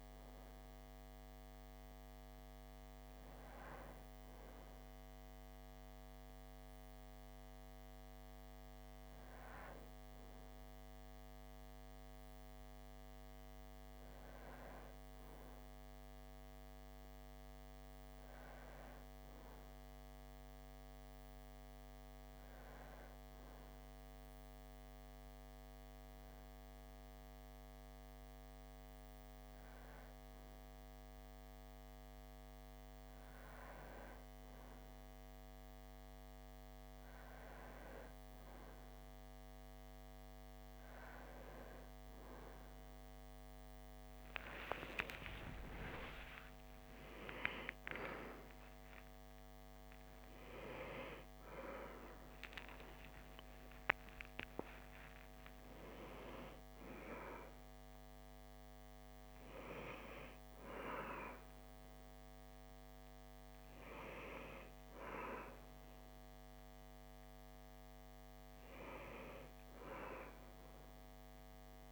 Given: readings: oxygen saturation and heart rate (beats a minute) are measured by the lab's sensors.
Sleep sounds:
breathing in sleep by a microphone on the trachea; 1
22.50-33.50 s: hypopnea (oxygen 97% before, 94% lowest)
43.00-48.50 s: arousal
From the record:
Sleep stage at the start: REM sleep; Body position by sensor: on the back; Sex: male

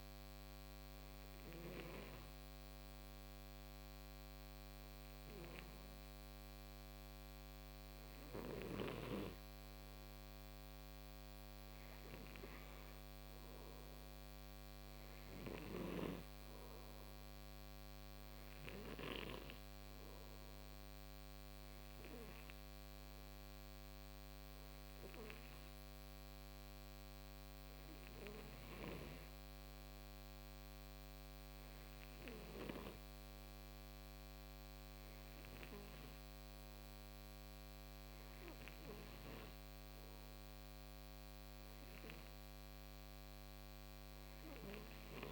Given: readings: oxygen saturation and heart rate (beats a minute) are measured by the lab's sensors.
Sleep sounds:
breathing in sleep by a microphone on the trachea; none
none scored
From the record:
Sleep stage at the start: N2 (light sleep); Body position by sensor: on the right side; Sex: male

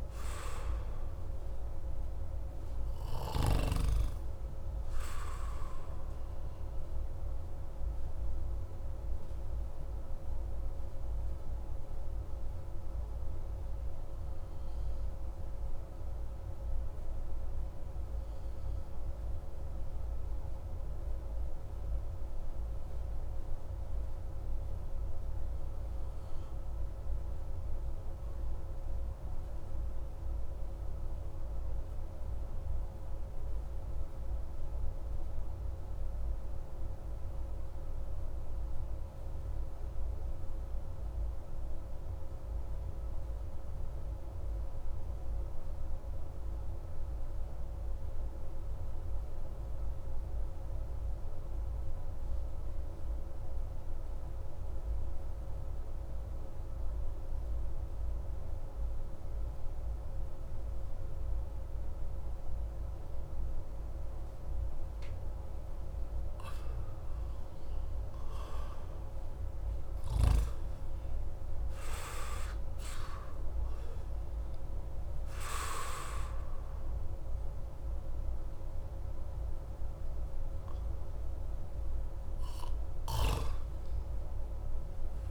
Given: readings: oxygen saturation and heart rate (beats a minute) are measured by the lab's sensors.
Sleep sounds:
breathing in sleep, hard to hear, by a room microphone; 1
0.00-3.50 s: snoring (device-marked)
0.00-22.50 s: oxygen desaturation (device-marked, oxygen 86% lowest)
9.00-66.00 s: obstructive apnea (oxygen 94% before, 86% lowest)
59.50-85.31 s: oxygen desaturation (device-marked, oxygen 96% before, 90% lowest)
67.50-72.50 s: arousal
From the record:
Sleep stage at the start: N2 (light sleep); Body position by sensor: on the back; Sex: male

